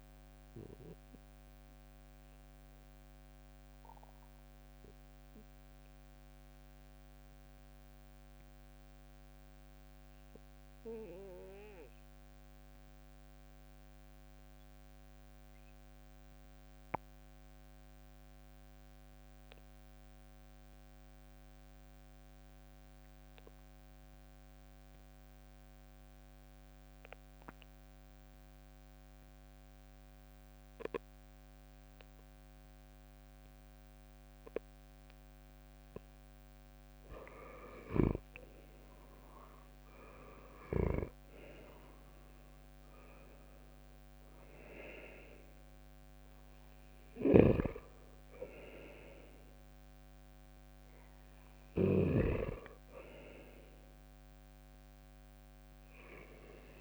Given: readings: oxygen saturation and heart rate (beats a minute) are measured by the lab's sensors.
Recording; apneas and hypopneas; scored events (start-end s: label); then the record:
breathing in sleep by a microphone on the trachea; 1
0.50-36.00 s: obstructive apnea (oxygen 98% before, 91% lowest, heart rate 64 before, 66 extreme, up 6 after)
37.00-44.00 s: leg movement (device-marked)
37.50-41.50 s: arousal
37.50-53.50 s: oxygen desaturation (device-marked, oxygen 98% before, 94% lowest, heart rate 71 before, 67 extreme)
46.50-56.81 s: snoring (device-marked)
From the record:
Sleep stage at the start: N2 (light sleep); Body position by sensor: on the right side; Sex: male